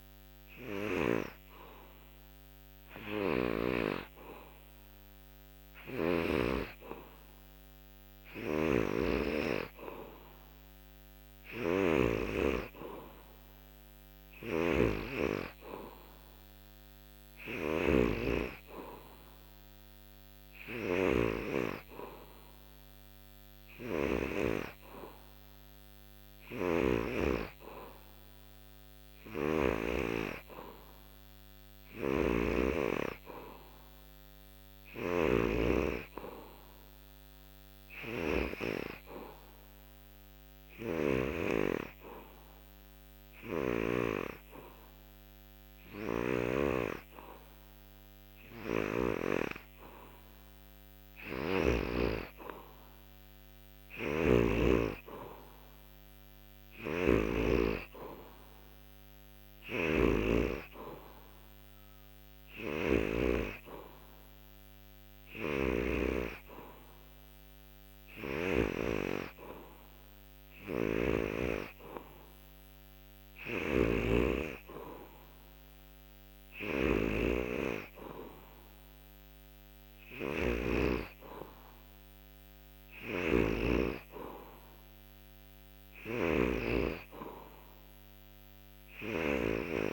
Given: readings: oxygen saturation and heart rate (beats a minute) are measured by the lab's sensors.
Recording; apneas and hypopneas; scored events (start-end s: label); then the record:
breathing in sleep by a microphone on the trachea; 1
0.00-1.00 s: snoring (device-marked)
8.00-12.00 s: snoring (device-marked)
14.00-24.00 s: snoring (device-marked)
26.00-29.50 s: snoring (device-marked)
31.50-38.50 s: snoring (device-marked)
39.50-53.00 s: hypopnea (oxygen 92% before, 88% lowest, heart rate 100 before, 87 extreme, up 33 after)
45.50-49.00 s: snoring (device-marked)
53.50-63.00 s: snoring (device-marked)
55.50-59.00 s: arousal
59.50-71.50 s: oxygen desaturation (device-marked, oxygen 92% before, 88% lowest, heart rate 97 before, 82 extreme)
65.00-68.50 s: snoring (device-marked)
70.50-83.50 s: snoring (device-marked)
85.50-89.93 s: snoring (device-marked)
From the record:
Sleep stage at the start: N3 (deep sleep); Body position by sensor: on the back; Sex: male